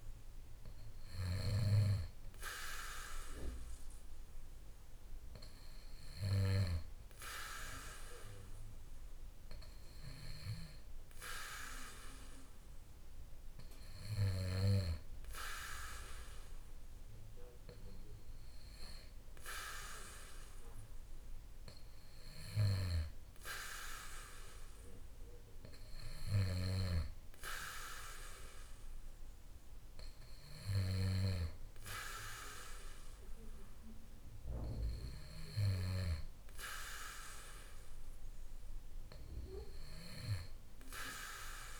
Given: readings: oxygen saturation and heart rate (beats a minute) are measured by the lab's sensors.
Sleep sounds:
breathing in sleep by a room microphone; none
none scored
From the record:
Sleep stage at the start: N2 (light sleep); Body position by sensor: on the back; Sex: male

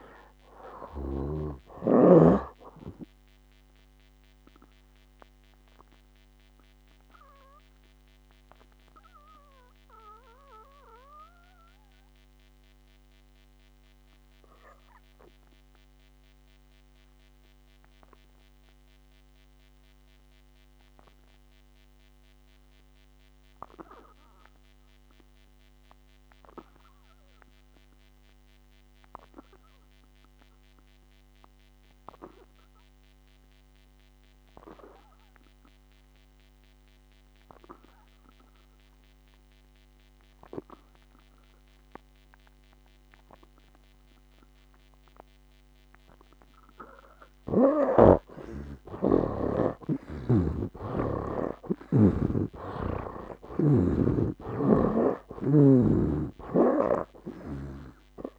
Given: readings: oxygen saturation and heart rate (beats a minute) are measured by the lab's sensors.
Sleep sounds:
breathing in sleep by a microphone on the trachea; 1
0.00-2.50 s: snoring (device-marked)
0.00-29.00 s: oxygen desaturation (device-marked, oxygen 70% lowest, heart rate 60 extreme)
4.50-47.50 s: obstructive apnea (oxygen 97% before, 70% lowest, heart rate 70 before, 58 extreme, up 12 after)
43.00-58.39 s: oxygen desaturation (device-marked, oxygen 99% before, 80% lowest, heart rate 61 before, 56 extreme)
49.50-54.00 s: arousal
50.50-54.00 s: snoring (device-marked)
From the record:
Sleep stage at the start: N2 (light sleep); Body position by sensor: on the back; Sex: male

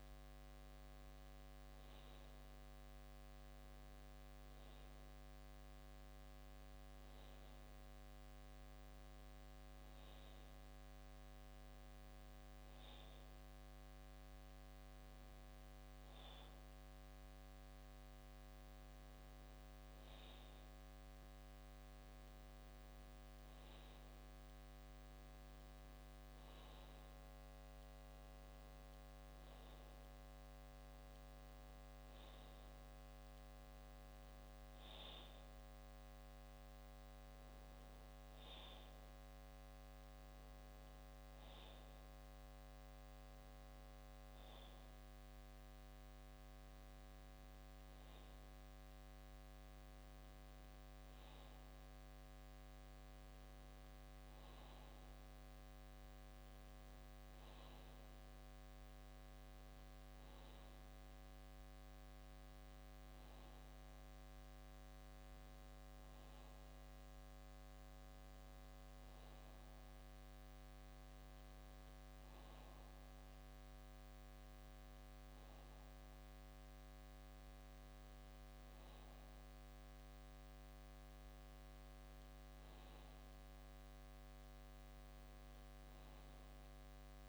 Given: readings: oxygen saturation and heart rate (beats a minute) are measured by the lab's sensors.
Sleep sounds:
breathing in sleep, hard to hear, by a microphone on the trachea; none
none scored
From the record:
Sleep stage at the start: N2 (light sleep); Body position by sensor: on the back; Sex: male

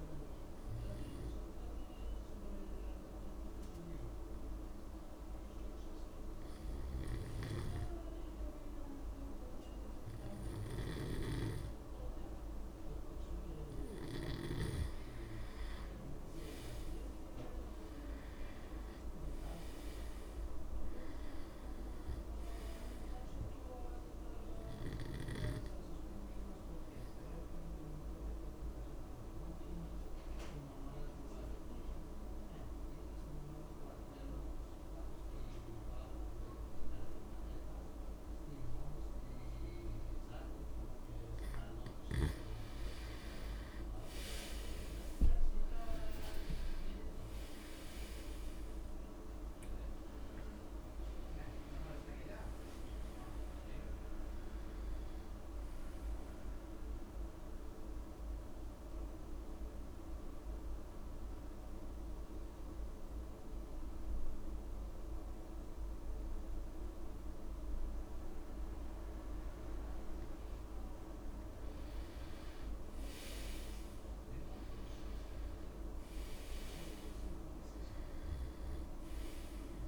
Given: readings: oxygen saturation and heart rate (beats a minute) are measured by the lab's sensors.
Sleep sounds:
breathing in sleep, hard to hear, by a room microphone; 3
0.00-8.00 s: oxygen desaturation (device-marked, oxygen 90% lowest)
0.50-14.00 s: hypopnea (oxygen 96% before, 89% lowest)
16.50-20.00 s: arousal
18.00-36.00 s: oxygen desaturation (device-marked, oxygen 97% before, 92% lowest)
25.50-41.50 s: obstructive apnea (oxygen 97% before, 89% lowest)
44.00-49.50 s: arousal
47.00-67.00 s: oxygen desaturation (device-marked, oxygen 96% before, 89% lowest)
57.50-70.00 s: obstructive apnea (oxygen 96% before, 89% lowest)
69.00-71.00 s: long interval between heartbeats (device-marked)
71.50-74.50 s: arousal
From the record:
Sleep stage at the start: N2 (light sleep); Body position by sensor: on the back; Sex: male

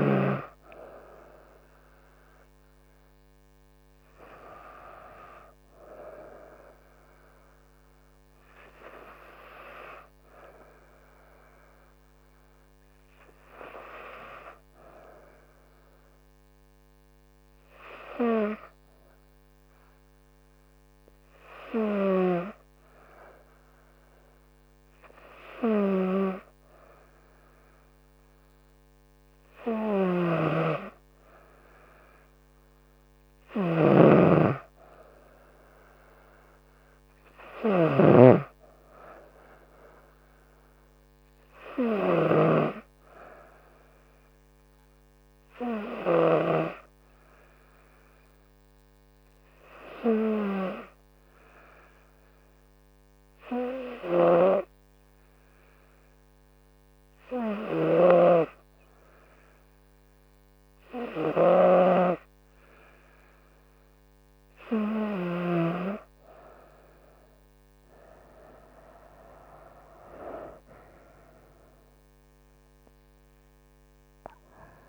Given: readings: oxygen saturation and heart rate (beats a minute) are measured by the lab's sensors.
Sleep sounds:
breathing in sleep by a microphone on the trachea; 2
0.00-19.50 s: oxygen desaturation (device-marked, oxygen 94% lowest, heart rate 65 extreme)
10.00-27.00 s: hypopnea (oxygen 98% before, 94% lowest, heart rate 70 before, 65 extreme, up 5 after)
31.00-35.00 s: arousal
46.00-63.50 s: hypopnea (oxygen 96% before, 93% lowest, heart rate 69 before, 68 extreme, up 5 after)
67.50-71.50 s: arousal
From the record:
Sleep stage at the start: N2 (light sleep); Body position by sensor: on the front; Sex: female

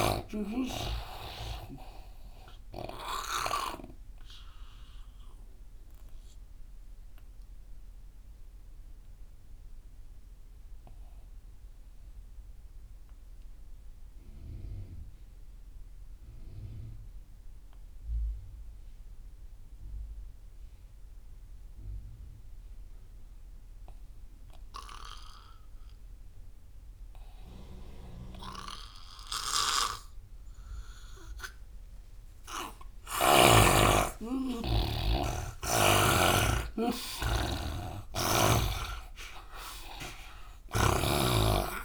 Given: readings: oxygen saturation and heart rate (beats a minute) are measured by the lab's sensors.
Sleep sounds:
breathing in sleep by a room microphone; 1
0.00-15.00 s: oxygen desaturation (device-marked, oxygen 83% lowest)
4.00-32.00 s: obstructive apnea (oxygen 99% before, 83% lowest)
28.00-41.85 s: oxygen desaturation (device-marked, oxygen 99% before, 84% lowest)
32.50-36.50 s: arousal
From the record:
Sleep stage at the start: N2 (light sleep); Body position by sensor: on the right side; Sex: male

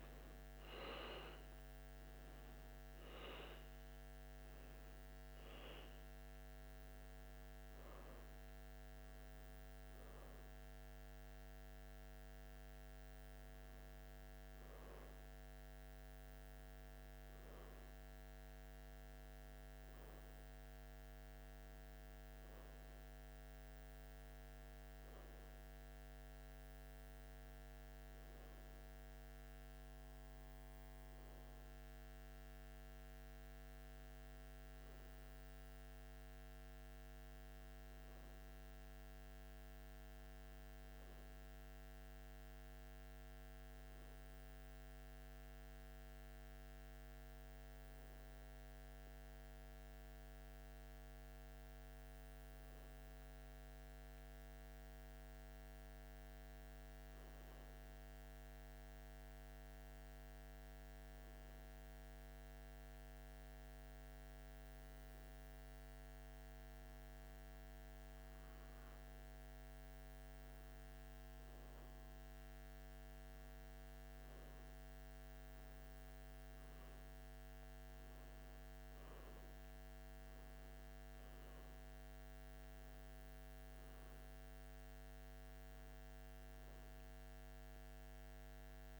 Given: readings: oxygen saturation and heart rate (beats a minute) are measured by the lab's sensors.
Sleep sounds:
breathing in sleep, hard to hear, by a microphone on the trachea; none
28.50-44.50 s: oxygen desaturation (device-marked, oxygen 96% before, 88% lowest, heart rate 84 before, 82 extreme)
71.50-89.00 s: oxygen desaturation (device-marked, oxygen 97% before, 90% lowest, heart rate 82 before, 81 extreme)
77.00-81.50 s: arousal
From the record:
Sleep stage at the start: N1 (lightest sleep); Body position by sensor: on the back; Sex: male

